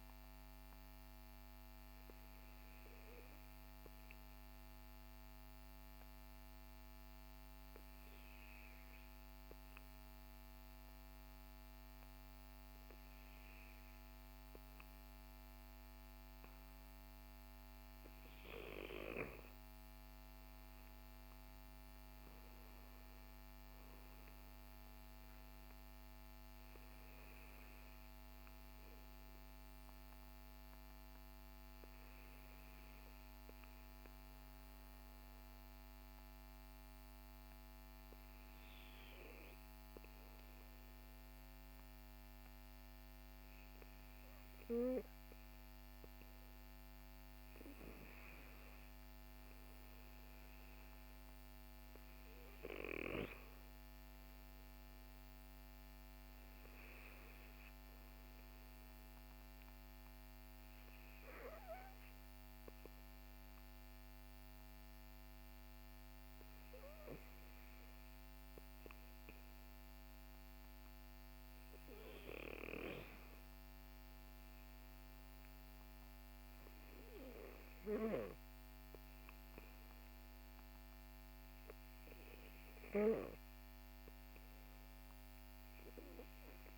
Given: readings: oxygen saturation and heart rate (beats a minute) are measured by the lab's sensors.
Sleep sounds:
breathing in sleep by a microphone on the trachea; 2
1.00-17.00 s: obstructive apnea (oxygen 96% before, 94% lowest, heart rate 54 before, 44 extreme, up 15 after)
18.50-22.00 s: arousal
34.00-47.00 s: obstructive apnea (oxygen 98% before, 95% lowest, heart rate 54 before, 46 extreme, up 11 after)
48.50-51.50 s: arousal
From the record:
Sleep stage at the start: N2 (light sleep); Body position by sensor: on the back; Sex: male

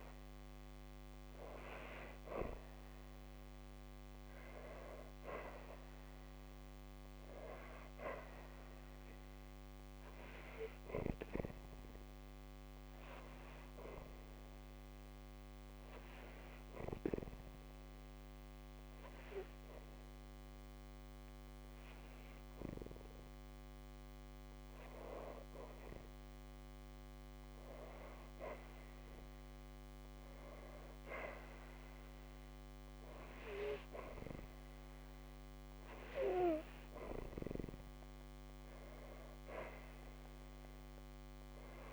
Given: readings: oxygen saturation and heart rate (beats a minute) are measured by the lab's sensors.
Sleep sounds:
breathing in sleep by a microphone on the trachea; 1
0.00-3.50 s: arousal
9.00-27.00 s: oxygen desaturation (device-marked, oxygen 96% before, 93% lowest, heart rate 55 before, 55 extreme)
15.00-25.50 s: hypopnea (oxygen 98% before, 92% lowest, heart rate 56 before, 55 extreme, up 2 after)
28.00-32.00 s: arousal
From the record:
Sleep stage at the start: N2 (light sleep); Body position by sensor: on the back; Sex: female

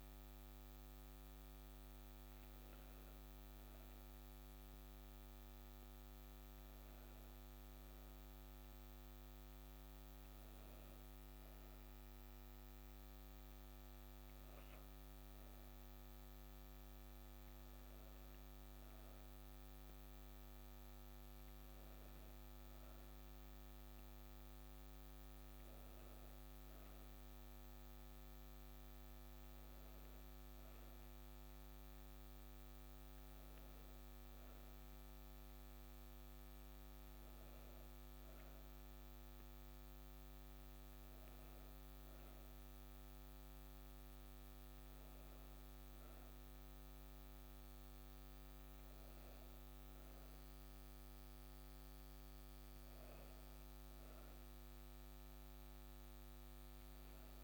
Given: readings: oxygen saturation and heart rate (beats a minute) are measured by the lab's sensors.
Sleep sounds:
breathing in sleep, hard to hear, by a microphone on the trachea; none
none scored
From the record:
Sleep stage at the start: N2 (light sleep); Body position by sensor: on the back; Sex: female

